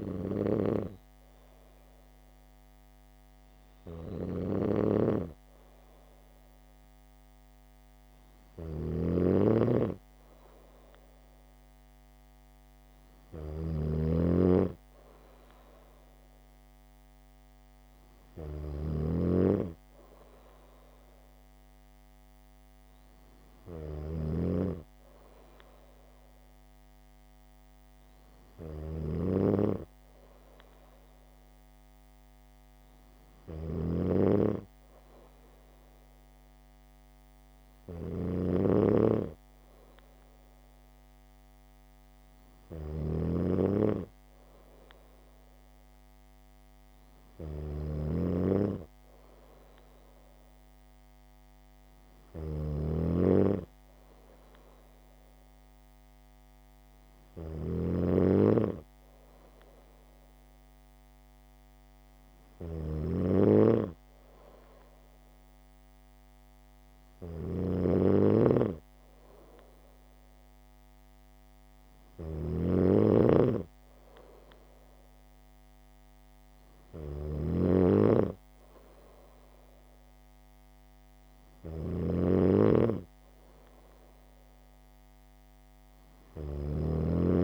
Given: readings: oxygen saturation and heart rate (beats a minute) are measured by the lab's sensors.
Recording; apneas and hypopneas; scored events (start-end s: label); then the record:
breathing in sleep by a microphone on the trachea; none
4.00-87.44 s: snoring (device-marked)
From the record:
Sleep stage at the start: N2 (light sleep); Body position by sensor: on the back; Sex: female